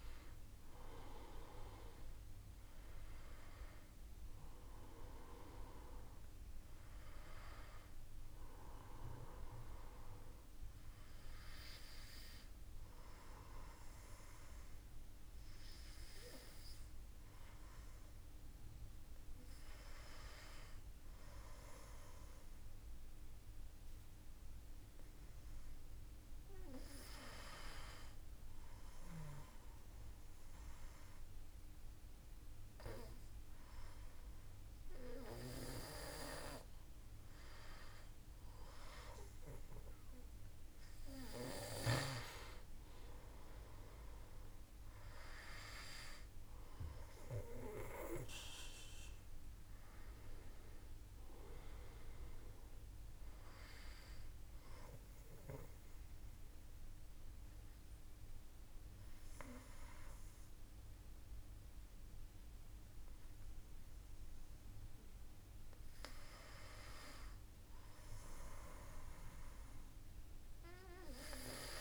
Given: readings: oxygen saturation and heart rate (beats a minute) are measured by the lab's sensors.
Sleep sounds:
breathing in sleep by a room microphone; 2
27.00-37.50 s: obstructive apnea (oxygen 96% before, 93% lowest, heart rate 56 before, 53 extreme, up 1 after)
45.00-49.00 s: arousal
54.00-65.00 s: obstructive apnea (oxygen 97% before, 92% lowest, heart rate 54 before, 53 extreme, up 2 after)
67.50-70.00 s: arousal
From the record:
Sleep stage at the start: N2 (light sleep); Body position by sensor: on the back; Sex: male

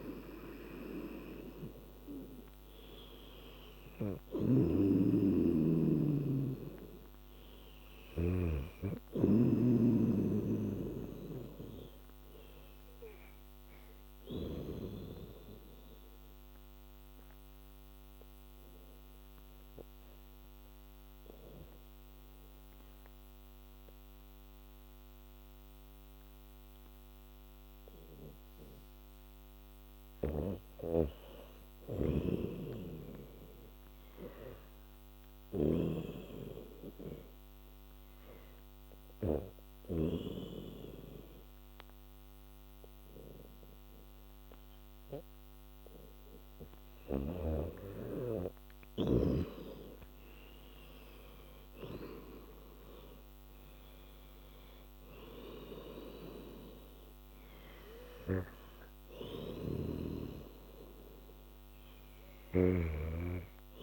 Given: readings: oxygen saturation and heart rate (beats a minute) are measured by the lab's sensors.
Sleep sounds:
breathing in sleep by a microphone on the trachea; 2
4.00-14.50 s: snoring (device-marked)
10.00-13.50 s: arousal
16.50-30.00 s: obstructive apnea (oxygen 98% before, 84% lowest, heart rate 92 before, 64 extreme, up 11 after)
31.50-34.50 s: arousal
32.50-40.00 s: snoring (device-marked)
36.50-46.50 s: hypopnea (oxygen 98% before, 84% lowest, heart rate 77 before, 77 extreme, up 13 after)
41.50-55.50 s: oxygen desaturation (device-marked, oxygen 96% before, 84% lowest, heart rate 74 before, 77 extreme)
48.00-52.50 s: arousal
57.50-63.83 s: oxygen desaturation (device-marked, oxygen 94% before, 88% lowest, heart rate 82 before, 83 extreme)
59.50-63.00 s: snoring (device-marked)
From the record:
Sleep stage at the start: REM sleep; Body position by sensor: on the back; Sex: female

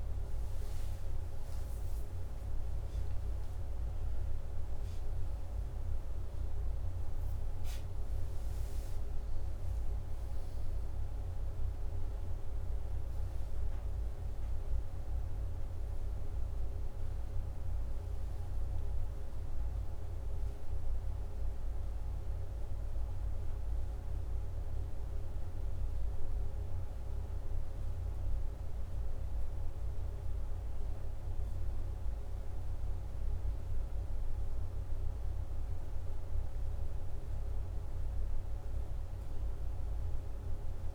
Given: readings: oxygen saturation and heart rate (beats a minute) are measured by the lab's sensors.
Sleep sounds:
a person awake in a sleep study, hard to hear, by a room microphone; none
24.00-40.95 s: new sleep stage, N1 (lightest sleep)
From the record:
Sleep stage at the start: awake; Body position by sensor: upright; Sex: male

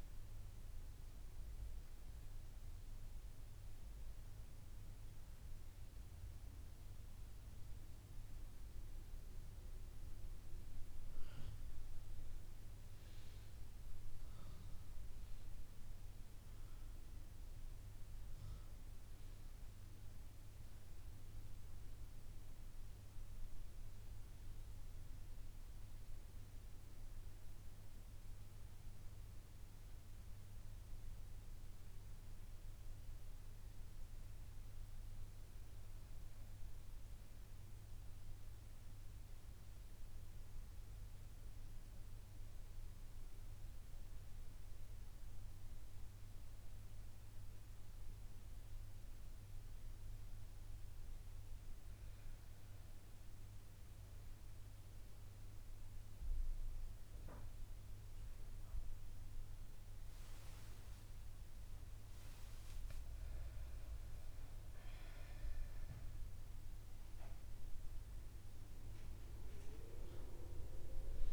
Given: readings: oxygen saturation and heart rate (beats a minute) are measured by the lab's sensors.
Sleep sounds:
breathing in sleep, hard to hear, by a room microphone; none
23.00-71.33 s: new sleep stage, N2 (light sleep)
63.00-67.00 s: arousal
From the record:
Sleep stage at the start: N1 (lightest sleep); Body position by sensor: on the back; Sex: female

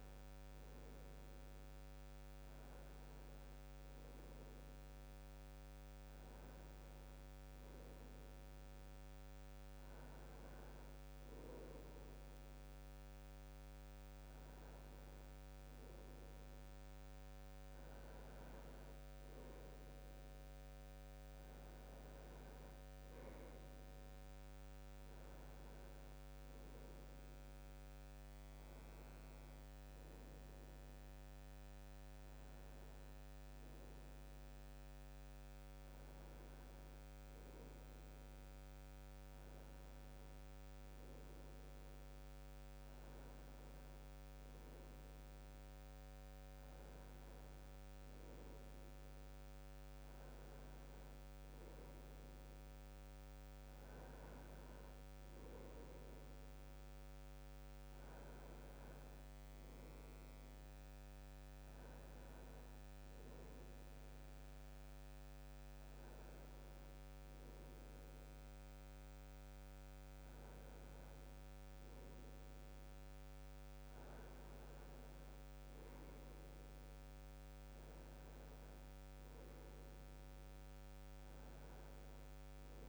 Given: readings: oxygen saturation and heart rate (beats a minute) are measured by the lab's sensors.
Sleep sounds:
breathing in sleep, hard to hear, by a microphone on the trachea; none
none scored
From the record:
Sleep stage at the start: N2 (light sleep); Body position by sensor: on the back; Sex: male

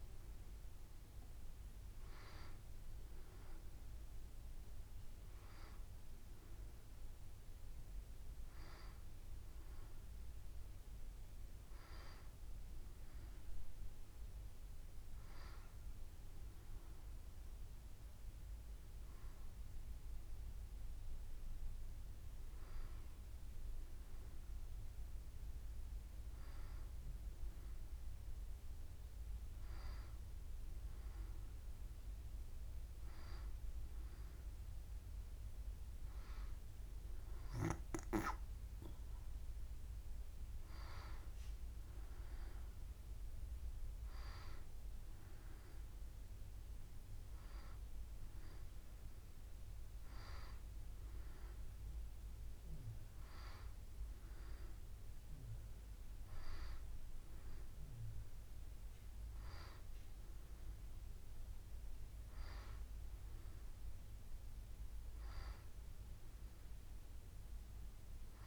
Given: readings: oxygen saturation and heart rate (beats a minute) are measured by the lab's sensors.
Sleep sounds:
breathing in sleep by a room microphone; none
17.00-19.00 s: long interval between heartbeats (device-marked, heart rate 74 before, 74 extreme)
From the record:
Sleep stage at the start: N2 (light sleep); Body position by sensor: on the back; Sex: female

